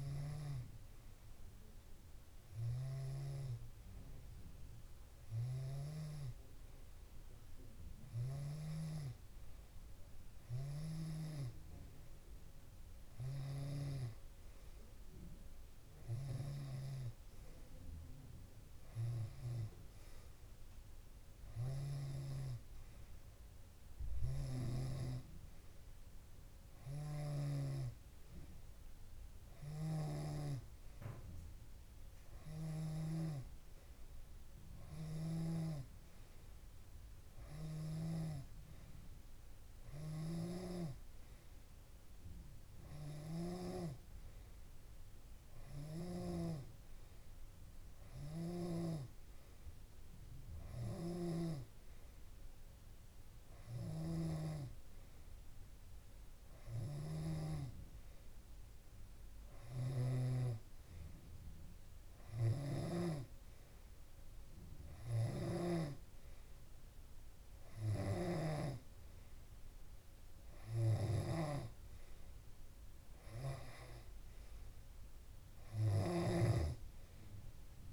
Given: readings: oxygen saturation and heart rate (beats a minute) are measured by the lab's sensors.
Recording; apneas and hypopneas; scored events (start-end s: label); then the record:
breathing in sleep by a room microphone; none
0.50-9.50 s: snoring (device-marked)
5.00-7.00 s: long interval between heartbeats (device-marked, heart rate 49 before, 65 extreme)
7.00-9.00 s: long interval between heartbeats (device-marked, heart rate 56 before, 71 extreme)
10.00-12.00 s: long interval between heartbeats (device-marked, heart rate 68 before, 97 extreme)
12.50-14.50 s: long interval between heartbeats (device-marked, heart rate 74 before, 67 extreme)
18.50-20.50 s: long interval between heartbeats (device-marked, heart rate 65 before, 38 extreme)
22.50-28.50 s: snoring (device-marked)
30.50-34.00 s: snoring (device-marked)
41.00-44.50 s: snoring (device-marked)
51.50-61.00 s: snoring (device-marked)
63.00-69.50 s: snoring (device-marked)
68.50-74.50 s: tachycardia (device-marked, heart rate 56 before, 112 extreme)
76.50-77.93 s: snoring (device-marked)
From the record:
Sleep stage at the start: N2 (light sleep); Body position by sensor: on the left side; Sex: male